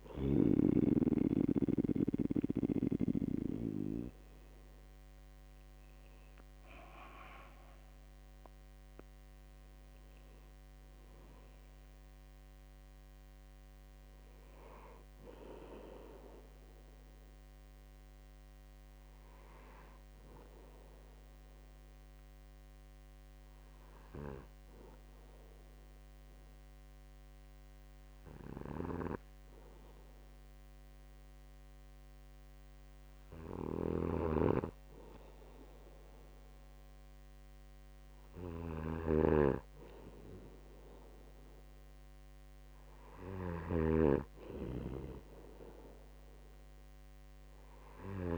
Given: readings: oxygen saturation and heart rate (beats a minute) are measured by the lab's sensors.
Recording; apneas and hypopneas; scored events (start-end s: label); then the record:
breathing in sleep by a microphone on the trachea; 1
0.00-1.00 s: snoring (device-marked)
22.00-35.00 s: hypopnea (oxygen 97% before, 95% lowest, heart rate 64 before, 62 extreme, up 1 after)
34.00-48.37 s: snoring (device-marked)
36.50-39.50 s: arousal
From the record:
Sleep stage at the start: N2 (light sleep); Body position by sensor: on the right side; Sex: male